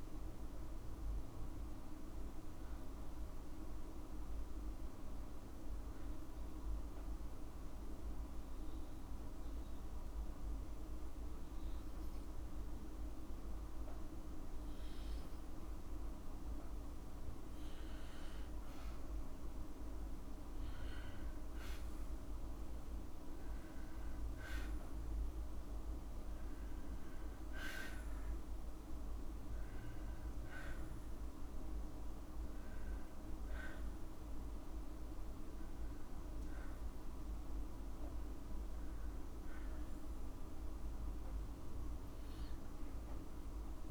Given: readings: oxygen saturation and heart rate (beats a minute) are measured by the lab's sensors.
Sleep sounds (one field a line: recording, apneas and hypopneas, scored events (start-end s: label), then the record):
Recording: breathing in sleep, hard to hear, by a room microphone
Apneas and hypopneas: 1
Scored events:
6.00-17.00 s: obstructive apnea (oxygen 99% before, 94% lowest, heart rate 73 before, 54 extreme, up 2 after)
7.50-9.50 s: long interval between heartbeats (device-marked, heart rate 68 before, 63 extreme)
20.50-24.00 s: arousal
27.00-29.00 s: long interval between heartbeats (device-marked, heart rate 57 before, 67 extreme)
30.00-32.00 s: long interval between heartbeats (device-marked, heart rate 59 before, 87 extreme)
From the record:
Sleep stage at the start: N2 (light sleep)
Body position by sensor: on the back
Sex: female